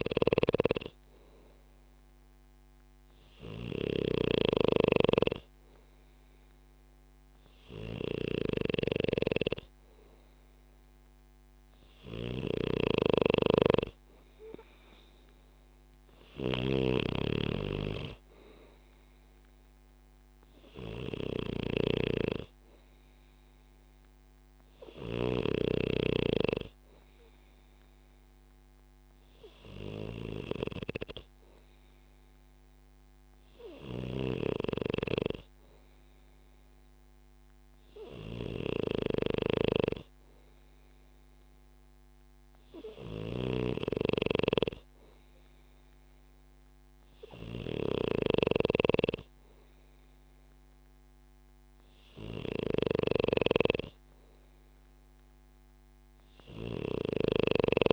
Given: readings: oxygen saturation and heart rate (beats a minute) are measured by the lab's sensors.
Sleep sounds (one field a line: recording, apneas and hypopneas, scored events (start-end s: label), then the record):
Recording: breathing in sleep by a microphone on the trachea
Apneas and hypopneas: none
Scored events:
0.00-57.93 s: snoring (device-marked)
From the record:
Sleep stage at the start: N2 (light sleep)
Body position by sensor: on the back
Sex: male